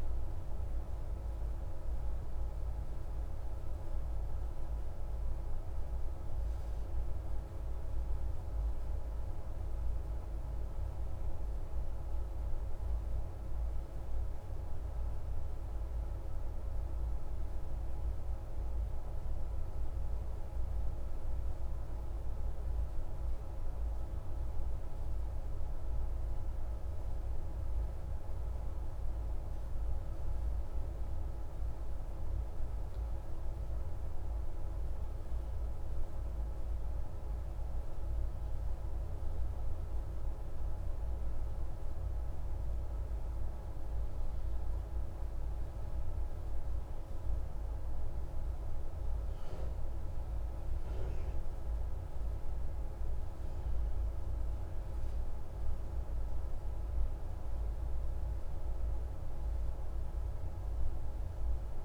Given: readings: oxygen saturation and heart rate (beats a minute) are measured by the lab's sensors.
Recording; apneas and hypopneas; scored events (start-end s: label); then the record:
breathing in sleep, hard to hear, by a room microphone; 1
16.50-41.50 s: mixed apnea (oxygen 96% before, 94% lowest)
43.50-49.00 s: arousal
From the record:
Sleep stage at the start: N1 (lightest sleep); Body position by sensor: on the back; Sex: male